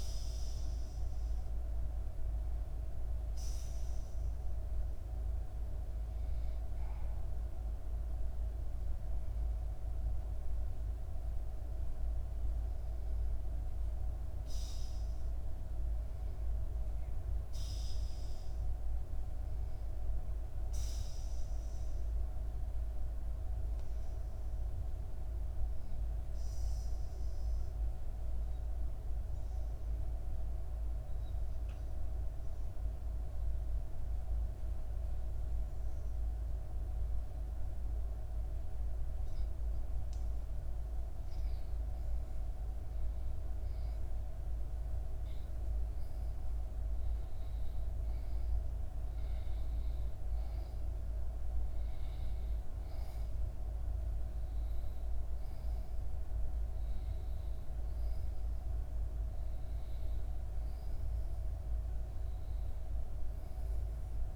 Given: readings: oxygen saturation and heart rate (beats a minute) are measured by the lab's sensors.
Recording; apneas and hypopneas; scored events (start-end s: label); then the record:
breathing in sleep, hard to hear, by a room microphone; 1
13.00-16.50 s: arousal
21.00-38.00 s: obstructive apnea (oxygen 96% before, 83% lowest, heart rate 68 before, 63 extreme, up 1 after)
40.00-64.36 s: oxygen desaturation (device-marked, oxygen 95% before, 89% lowest, heart rate 66 before, 63 extreme)
41.00-44.50 s: arousal
From the record:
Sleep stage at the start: REM sleep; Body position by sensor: on the back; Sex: female